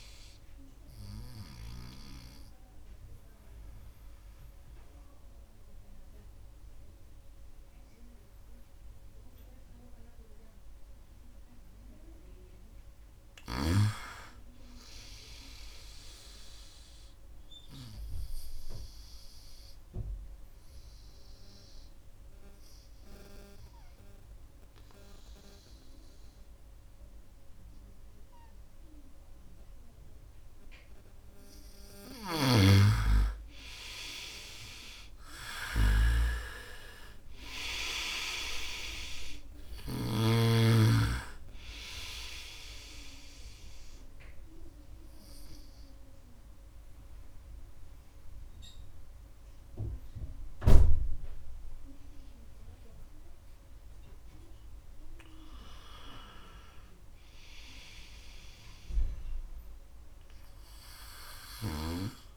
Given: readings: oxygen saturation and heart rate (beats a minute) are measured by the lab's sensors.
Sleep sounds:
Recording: breathing in sleep by a room microphone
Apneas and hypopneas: 3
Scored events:
0.00-15.50 s: oxygen desaturation (device-marked, oxygen 90% lowest, heart rate 66 extreme)
1.50-12.00 s: obstructive apnea (oxygen 99% before, 89% lowest, heart rate 72 before, 66 extreme, up 4 after)
15.00-17.50 s: arousal
19.50-31.50 s: obstructive apnea (oxygen 98% before, 89% lowest, heart rate 73 before, 66 extreme, up 7 after)
32.00-40.00 s: snoring (device-marked)
33.50-37.50 s: arousal
38.50-56.50 s: oxygen desaturation (device-marked, oxygen 96% before, 89% lowest, heart rate 69 before, 68 extreme)
43.00-54.00 s: obstructive apnea (oxygen 98% before, 89% lowest, heart rate 70 before, 69 extreme, up 2 after)
56.00-59.50 s: arousal
From the record:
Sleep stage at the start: N2 (light sleep)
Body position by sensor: on the right side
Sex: male

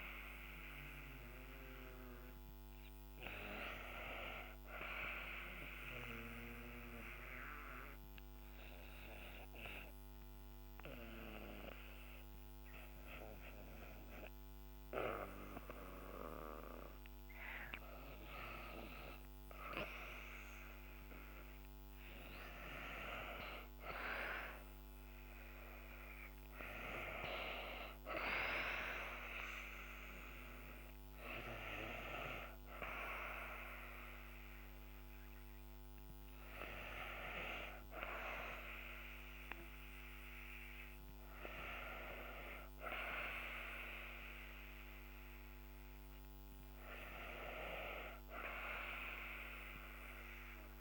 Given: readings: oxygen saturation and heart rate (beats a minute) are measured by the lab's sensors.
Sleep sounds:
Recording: breathing in sleep by a microphone on the trachea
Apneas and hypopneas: 1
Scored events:
0.00-1.50 s: arousal
1.00-18.00 s: oxygen desaturation (device-marked, oxygen 97% before, 92% lowest, heart rate 61 before, 53 extreme)
6.50-20.00 s: obstructive apnea (oxygen 97% before, 87% lowest, heart rate 60 before, 53 extreme, up 11 after)
22.50-26.00 s: arousal
24.00-40.00 s: oxygen desaturation (device-marked, oxygen 94% before, 87% lowest, heart rate 58 before, 61 extreme)
From the record:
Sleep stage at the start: N2 (light sleep)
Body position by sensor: on the back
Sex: female

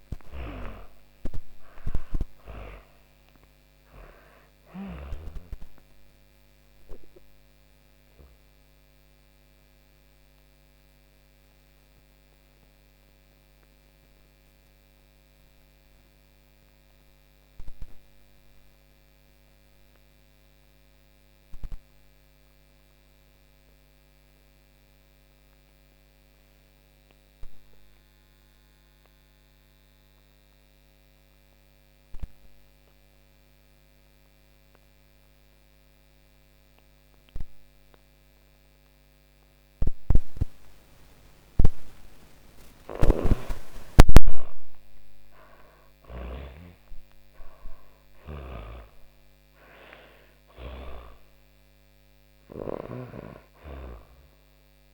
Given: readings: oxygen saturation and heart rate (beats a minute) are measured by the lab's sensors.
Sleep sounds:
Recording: breathing in sleep by a microphone on the trachea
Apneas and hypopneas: 1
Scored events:
0.00-4.00 s: snoring (device-marked)
0.00-27.50 s: oxygen desaturation (device-marked, oxygen 77% lowest)
6.50-40.00 s: obstructive apnea (oxygen 99% before, 77% lowest)
35.50-54.94 s: oxygen desaturation (device-marked, oxygen 99% before, 78% lowest)
41.50-45.00 s: snoring (device-marked)
42.00-46.00 s: arousal
47.00-51.50 s: snoring (device-marked)
From the record:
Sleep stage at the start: N2 (light sleep)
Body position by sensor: on the back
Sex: female

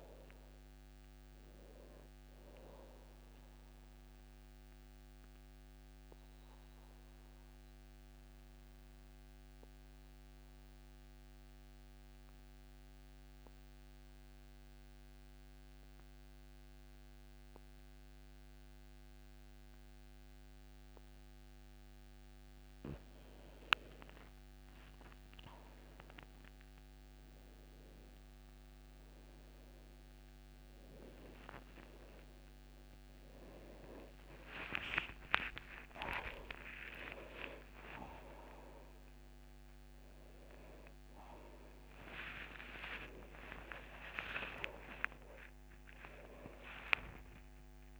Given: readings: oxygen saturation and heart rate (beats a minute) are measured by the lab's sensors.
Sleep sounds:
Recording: a person awake in a sleep study, by a microphone on the trachea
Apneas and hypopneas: 1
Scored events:
0.00-11.50 s: oxygen desaturation (device-marked, oxygen 84% lowest, heart rate 69 extreme)
2.50-21.00 s: obstructive apnea (oxygen 100% before, 84% lowest, heart rate 75 before, 69 extreme, up 11 after)
23.50-48.00 s: new sleep stage, awake
24.50-48.00 s: oxygen desaturation (device-marked, oxygen 99% before, 86% lowest, heart rate 72 before, 72 extreme)
From the record:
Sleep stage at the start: N2 (light sleep)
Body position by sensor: on the back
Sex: male

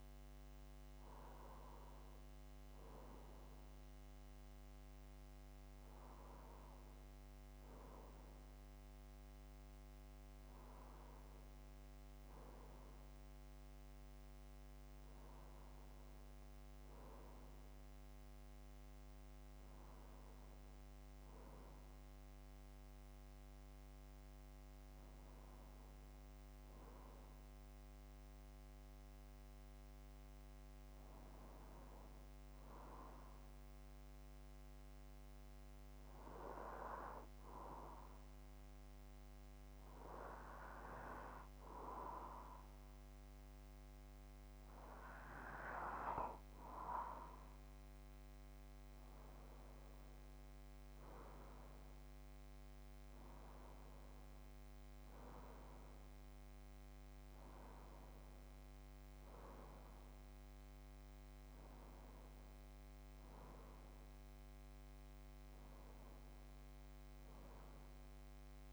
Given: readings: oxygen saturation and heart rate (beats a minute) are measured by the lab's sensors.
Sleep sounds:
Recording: breathing in sleep by a microphone on the trachea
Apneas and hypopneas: none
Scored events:
none scored
From the record:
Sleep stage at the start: N2 (light sleep)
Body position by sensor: on the back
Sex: male

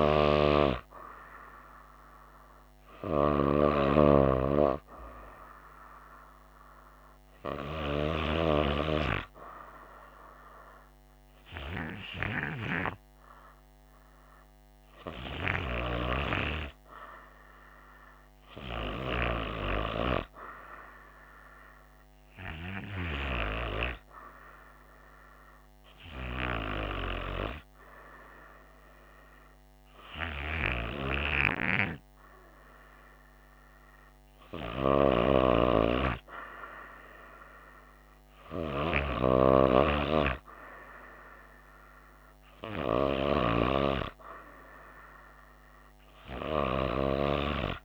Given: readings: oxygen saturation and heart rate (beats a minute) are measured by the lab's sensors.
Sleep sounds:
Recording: breathing in sleep by a microphone on the trachea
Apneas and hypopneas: none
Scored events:
none scored
From the record:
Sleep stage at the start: N2 (light sleep)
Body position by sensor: on the right side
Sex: female

